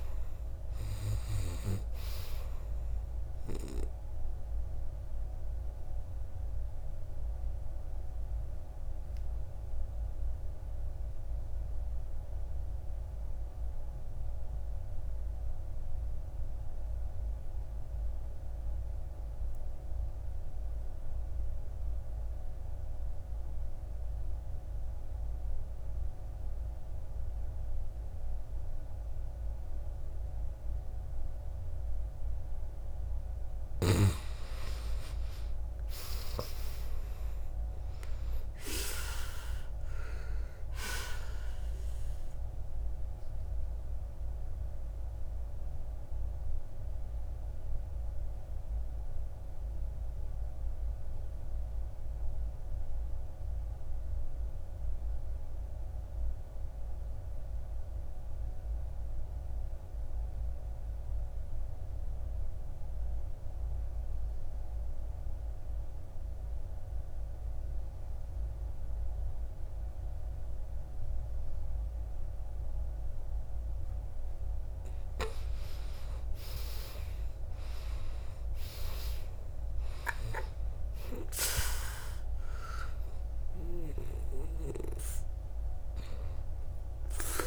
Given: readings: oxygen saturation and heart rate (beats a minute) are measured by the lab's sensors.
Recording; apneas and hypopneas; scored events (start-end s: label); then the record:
breathing in sleep by a room microphone; 2
0.00-17.00 s: oxygen desaturation (device-marked, oxygen 79% lowest, heart rate 54 extreme)
3.50-32.00 s: obstructive apnea (oxygen 98% before, 76% lowest, heart rate 65 before, 54 extreme, up 12 after)
24.00-55.00 s: oxygen desaturation (device-marked, oxygen 98% before, 78% lowest, heart rate 58 before, 56 extreme)
34.00-37.00 s: arousal
42.00-73.50 s: obstructive apnea (oxygen 98% before, 76% lowest, heart rate 63 before, 55 extreme, up 9 after)
66.00-87.46 s: oxygen desaturation (device-marked, oxygen 98% before, 76% lowest, heart rate 60 before, 54 extreme)
77.00-82.00 s: arousal
From the record:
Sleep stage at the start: N2 (light sleep); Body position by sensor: on the back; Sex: male